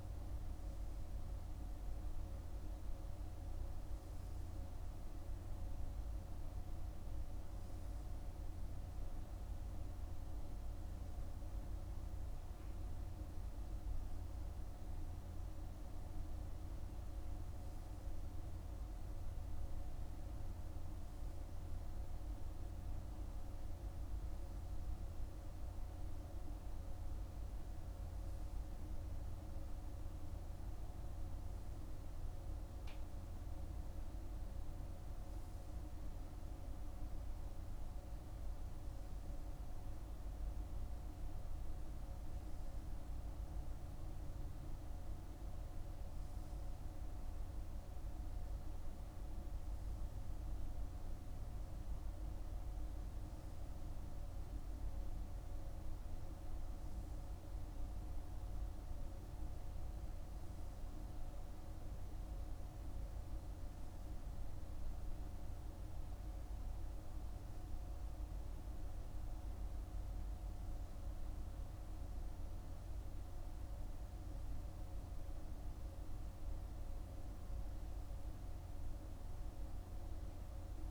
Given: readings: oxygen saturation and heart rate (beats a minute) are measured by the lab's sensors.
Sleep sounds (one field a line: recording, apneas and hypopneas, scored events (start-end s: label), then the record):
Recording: breathing in sleep, hard to hear, by a room microphone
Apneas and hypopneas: none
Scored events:
none scored
From the record:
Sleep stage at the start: N3 (deep sleep)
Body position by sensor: on the right side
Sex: male